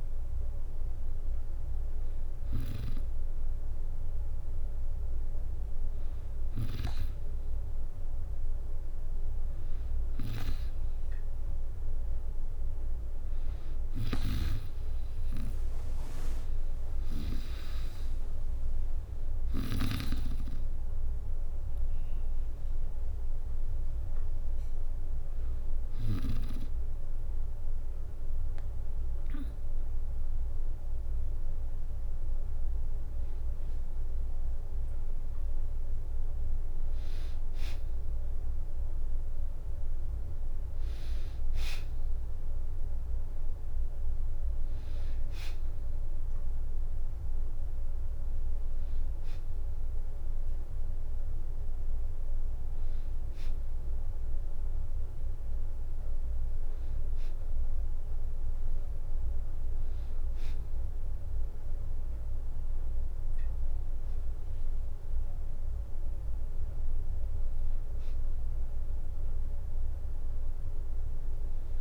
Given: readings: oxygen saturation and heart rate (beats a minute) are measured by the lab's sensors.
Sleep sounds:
breathing in sleep by a room microphone; none
13.50-19.50 s: snoring (device-marked)
14.50-16.50 s: long interval between heartbeats (device-marked, heart rate 65 before, 78 extreme)
14.50-18.00 s: arousal
15.50-29.50 s: drop in pulse transit time (device-marked, heart rate 65 before, 64 extreme)
From the record:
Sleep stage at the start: N2 (light sleep); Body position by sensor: on the back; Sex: female

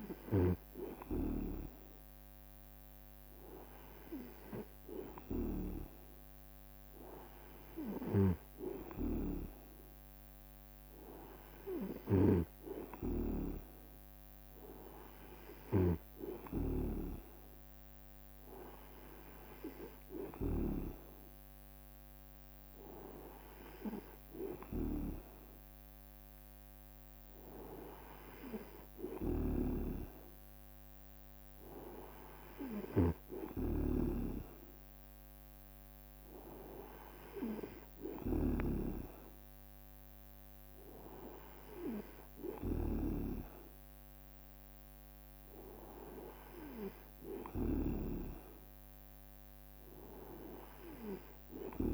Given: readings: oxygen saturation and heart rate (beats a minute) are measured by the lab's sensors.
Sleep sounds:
breathing in sleep by a microphone on the trachea; none
8.50-16.50 s: snoring (device-marked)
29.50-51.94 s: snoring (device-marked)
From the record:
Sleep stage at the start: N2 (light sleep); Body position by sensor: on the right side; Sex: male

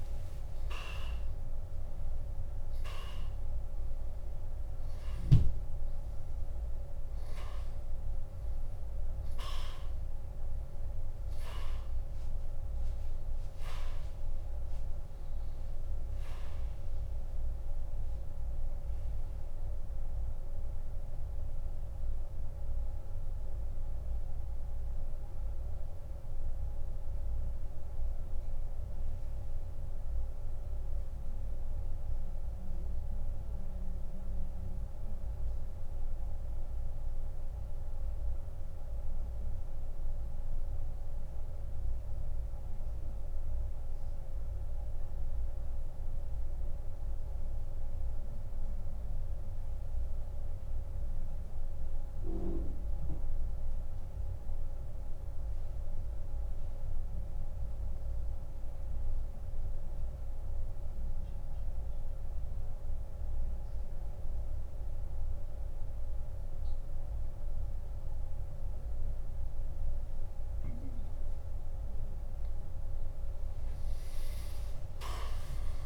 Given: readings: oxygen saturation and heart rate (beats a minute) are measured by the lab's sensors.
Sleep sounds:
breathing in sleep, hard to hear, by a room microphone; 1
0.00-3.50 s: arousal
20.50-71.00 s: mixed apnea (oxygen 98% before, 85% lowest)
40.50-54.50 s: oxygen desaturation (device-marked, oxygen 94% before, 87% lowest, heart rate 44 before, 46 extreme)
73.50-75.86 s: arousal
From the record:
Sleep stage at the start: N2 (light sleep); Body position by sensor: on the back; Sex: male

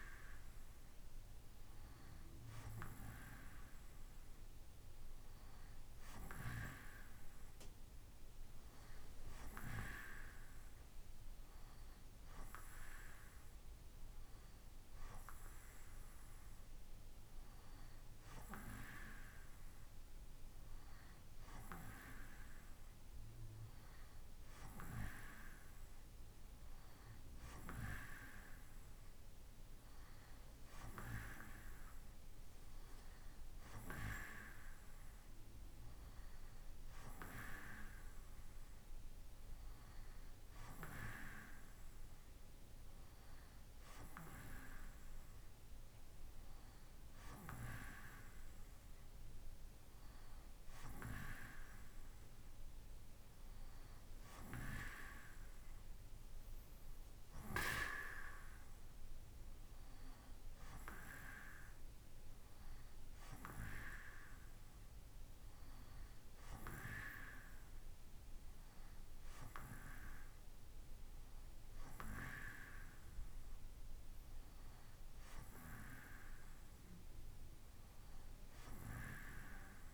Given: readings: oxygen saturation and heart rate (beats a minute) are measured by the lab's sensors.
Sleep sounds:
breathing in sleep by a room microphone; none
none scored
From the record:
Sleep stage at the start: N2 (light sleep); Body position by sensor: on the right side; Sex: male

